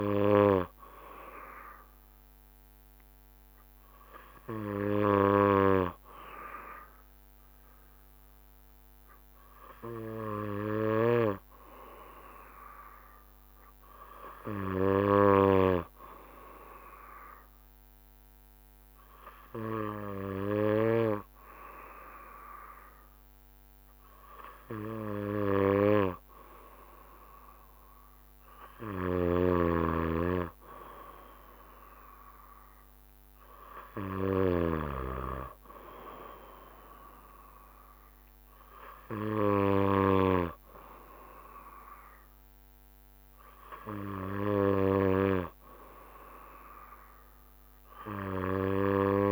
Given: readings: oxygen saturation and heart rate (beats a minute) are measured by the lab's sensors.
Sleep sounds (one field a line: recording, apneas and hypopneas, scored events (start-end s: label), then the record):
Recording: breathing in sleep by a microphone on the trachea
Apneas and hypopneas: none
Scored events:
29.50-35.00 s: snoring (device-marked)
From the record:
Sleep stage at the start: N2 (light sleep)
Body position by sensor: on the back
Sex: male